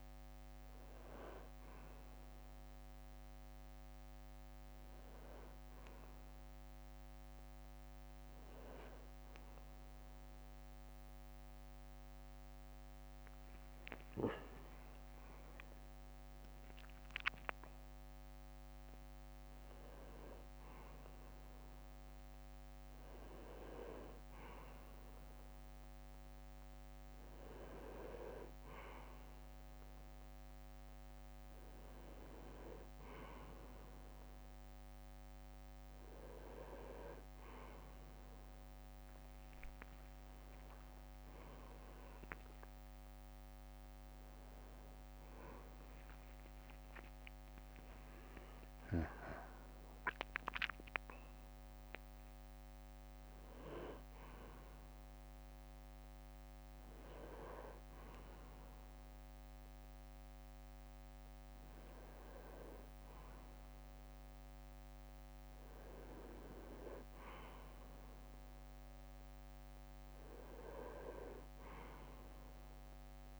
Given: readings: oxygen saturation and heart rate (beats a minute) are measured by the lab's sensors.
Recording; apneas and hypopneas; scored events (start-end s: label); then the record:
a person awake in a sleep study, by a microphone on the trachea; none
none scored
From the record:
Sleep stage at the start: awake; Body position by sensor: on the right side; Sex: male